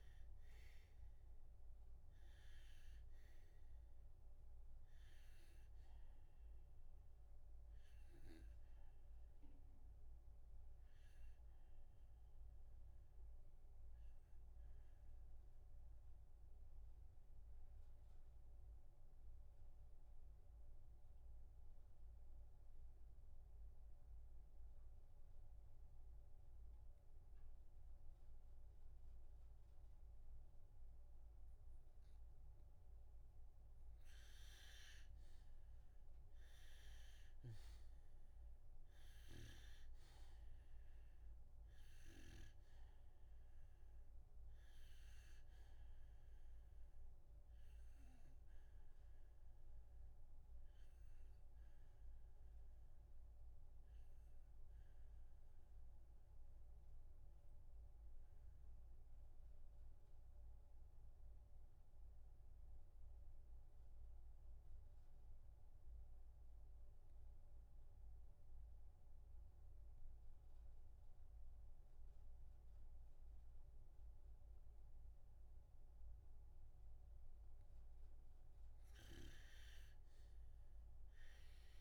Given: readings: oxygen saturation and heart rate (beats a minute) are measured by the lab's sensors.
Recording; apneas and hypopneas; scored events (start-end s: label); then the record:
breathing in sleep by a room microphone; 2
0.00-22.50 s: oxygen desaturation (device-marked, oxygen 91% lowest, heart rate 29 extreme)
8.00-30.50 s: obstructive apnea (oxygen 97% before, 90% lowest, heart rate 67 before, 29 extreme, up 3 after)
34.00-39.00 s: arousal
36.50-61.50 s: oxygen desaturation (device-marked, oxygen 97% before, 90% lowest, heart rate 64 before, 29 extreme)
48.00-76.50 s: obstructive apnea (oxygen 97% before, 89% lowest)
From the record:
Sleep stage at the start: REM sleep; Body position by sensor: on the back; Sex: male